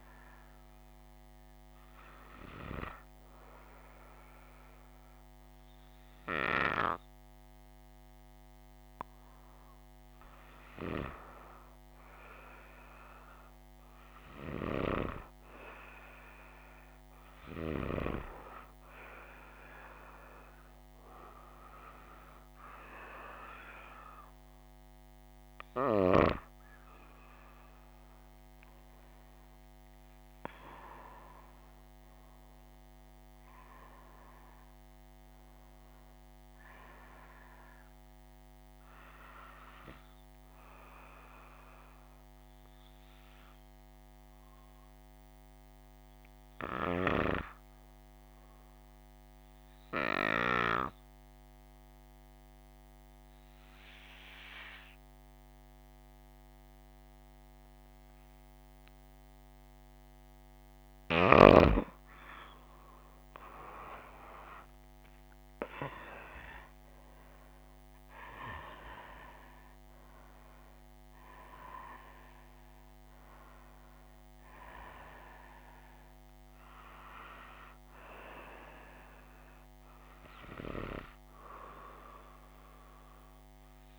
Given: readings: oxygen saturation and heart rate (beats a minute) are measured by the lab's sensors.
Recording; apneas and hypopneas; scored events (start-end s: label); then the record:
breathing in sleep by a microphone on the trachea; 1
31.50-35.50 s: arousal
34.50-83.99 s: new sleep stage, N2 (light sleep)
42.50-61.00 s: hypopnea (oxygen 96% before, 92% lowest, heart rate 60 before, 54 extreme, up 6 after)
60.50-82.50 s: oxygen desaturation (device-marked, oxygen 96% before, 92% lowest, heart rate 58 before, 54 extreme)
63.50-68.00 s: arousal
From the record:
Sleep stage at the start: N1 (lightest sleep); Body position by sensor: on the right side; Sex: female